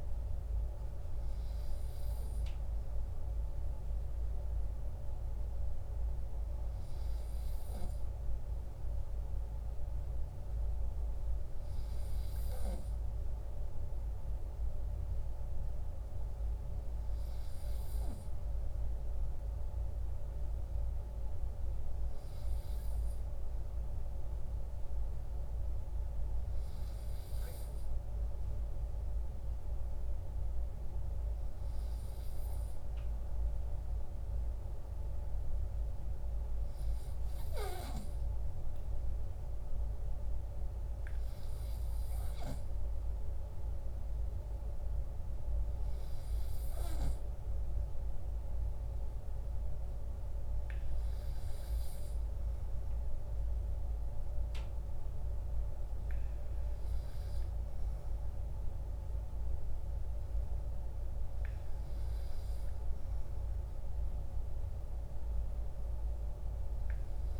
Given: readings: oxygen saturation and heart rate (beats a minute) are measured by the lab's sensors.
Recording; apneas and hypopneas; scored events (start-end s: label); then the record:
breathing in sleep, hard to hear, by a room microphone; none
none scored
From the record:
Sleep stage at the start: N2 (light sleep); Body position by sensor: on the right side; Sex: male